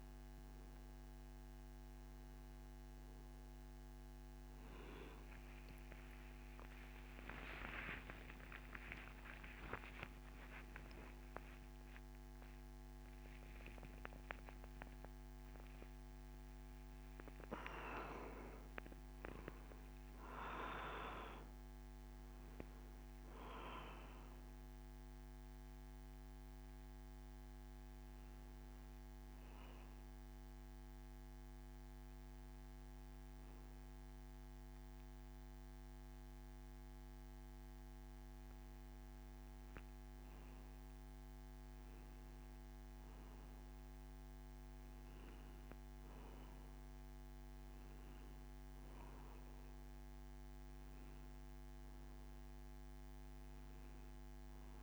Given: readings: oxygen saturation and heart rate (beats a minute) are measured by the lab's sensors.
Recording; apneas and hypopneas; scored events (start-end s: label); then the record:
breathing in sleep by a microphone on the trachea; none
7.00-13.50 s: arousal
From the record:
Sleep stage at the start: N1 (lightest sleep); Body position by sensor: on the back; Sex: male